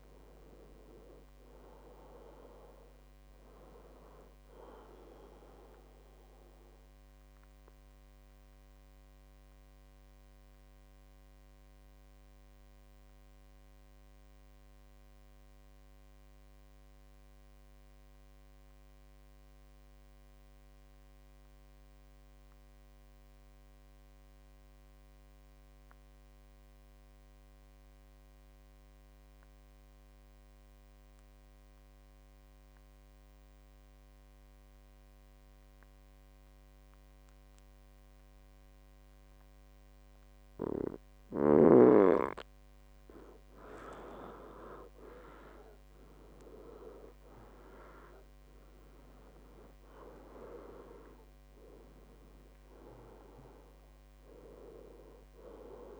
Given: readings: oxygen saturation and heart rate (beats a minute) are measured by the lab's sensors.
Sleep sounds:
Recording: breathing in sleep by a microphone on the trachea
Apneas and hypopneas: 1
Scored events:
0.00-23.00 s: oxygen desaturation (device-marked, oxygen 92% lowest, heart rate 59 extreme)
7.00-42.00 s: obstructive apnea (oxygen 98% before, 91% lowest, heart rate 73 before, 59 extreme, up 18 after)
38.00-56.00 s: oxygen desaturation (device-marked, oxygen 98% before, 91% lowest, heart rate 60 before, 57 extreme)
45.00-48.00 s: arousal
From the record:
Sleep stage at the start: N2 (light sleep)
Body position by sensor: on the back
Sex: male

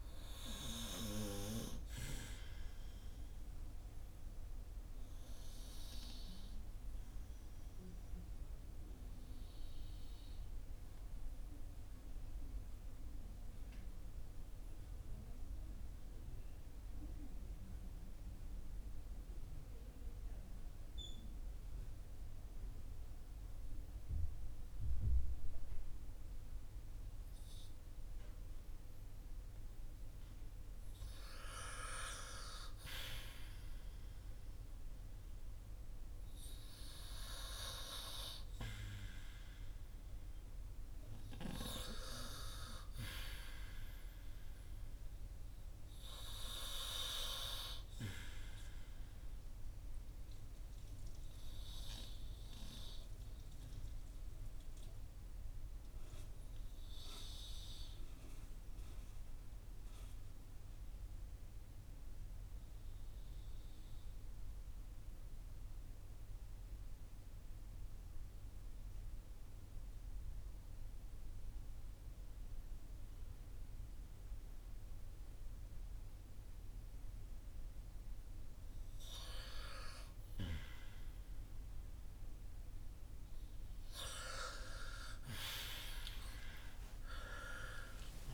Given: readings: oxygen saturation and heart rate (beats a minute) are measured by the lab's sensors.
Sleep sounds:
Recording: breathing in sleep by a room microphone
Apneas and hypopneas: 2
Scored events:
0.00-24.00 s: oxygen desaturation (device-marked, oxygen 96% before, 91% lowest, heart rate 53 before, 40 extreme)
4.50-31.00 s: obstructive apnea (oxygen 96% before, 91% lowest, heart rate 55 before, 40 extreme, up 5 after)
32.00-36.00 s: arousal
49.00-80.00 s: obstructive apnea (oxygen 96% before, 91% lowest, heart rate 53 before, 42 extreme, up 16 after)
57.00-72.00 s: oxygen desaturation (device-marked, oxygen 94% before, 91% lowest, heart rate 53 before, 42 extreme)
87.00-88.34 s: arousal
From the record:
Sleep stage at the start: N2 (light sleep)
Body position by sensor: on the back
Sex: male

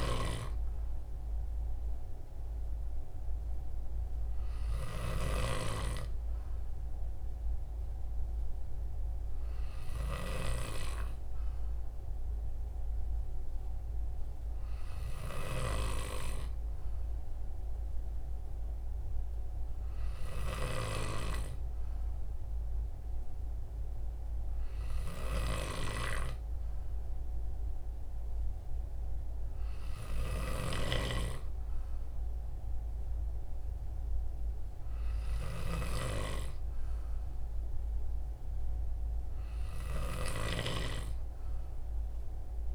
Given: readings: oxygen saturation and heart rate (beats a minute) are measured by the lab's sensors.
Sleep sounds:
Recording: breathing in sleep by a room microphone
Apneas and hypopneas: none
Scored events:
none scored
From the record:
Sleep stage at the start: N2 (light sleep)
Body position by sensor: on the right side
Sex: male

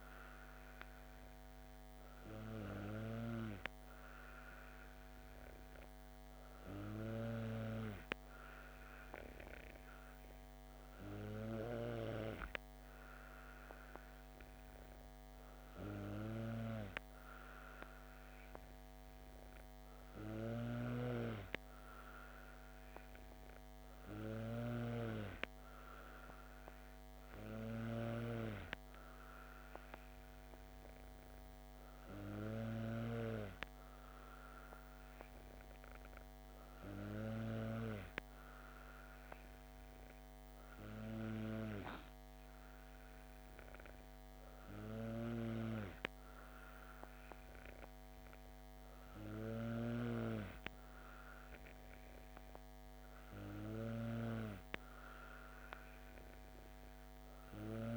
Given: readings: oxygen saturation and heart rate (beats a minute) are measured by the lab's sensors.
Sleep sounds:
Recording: breathing in sleep by a microphone on the trachea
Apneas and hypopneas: none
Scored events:
7.00-37.50 s: snoring (device-marked)
45.00-57.97 s: snoring (device-marked)
From the record:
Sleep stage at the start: N2 (light sleep)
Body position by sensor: on the back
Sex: female

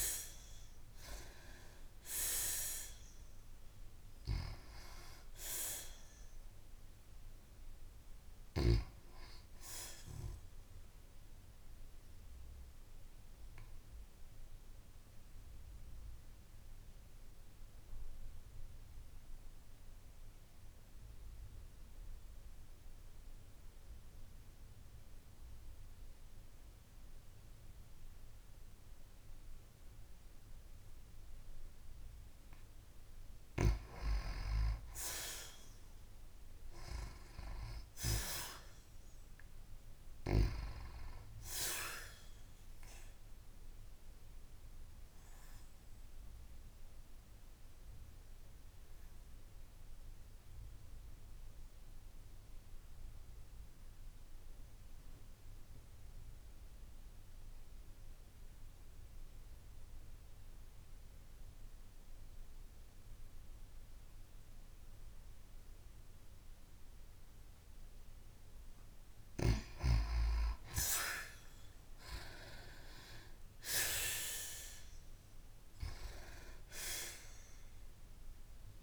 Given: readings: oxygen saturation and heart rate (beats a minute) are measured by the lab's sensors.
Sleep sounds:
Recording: breathing in sleep by a room microphone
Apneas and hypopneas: 2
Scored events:
0.00-1.00 s: arousal
0.00-6.50 s: oxygen desaturation (device-marked, oxygen 81% lowest, heart rate 53 extreme)
12.00-32.00 s: obstructive apnea (oxygen 95% before, 85% lowest, heart rate 57 before, 53 extreme, up 5 after)
29.50-46.50 s: oxygen desaturation (device-marked, oxygen 95% before, 85% lowest, heart rate 57 before, 53 extreme)
34.50-38.50 s: arousal
43.50-67.50 s: obstructive apnea (oxygen 95% before, 87% lowest, heart rate 55 before, 53 extreme, up 34 after)
67.50-78.83 s: oxygen desaturation (device-marked, oxygen 96% before, 87% lowest, heart rate 56 before, 53 extreme)
70.50-75.00 s: arousal
From the record:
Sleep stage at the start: N2 (light sleep)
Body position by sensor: on the back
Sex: female

